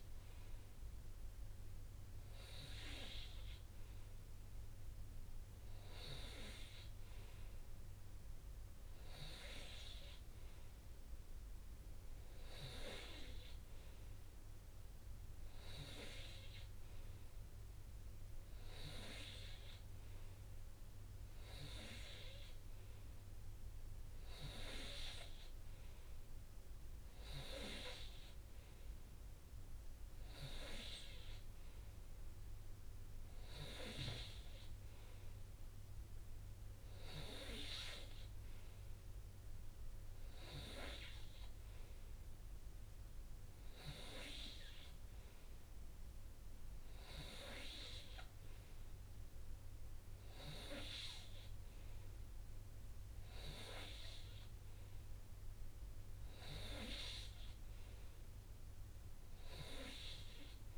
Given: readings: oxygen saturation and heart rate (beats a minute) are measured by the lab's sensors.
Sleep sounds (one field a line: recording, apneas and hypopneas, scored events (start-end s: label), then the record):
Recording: breathing in sleep by a room microphone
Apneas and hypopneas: none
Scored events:
48.50-50.50 s: long interval between heartbeats (device-marked, heart rate 60 before, 69 extreme)
From the record:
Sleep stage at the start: N3 (deep sleep)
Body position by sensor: on the right side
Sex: male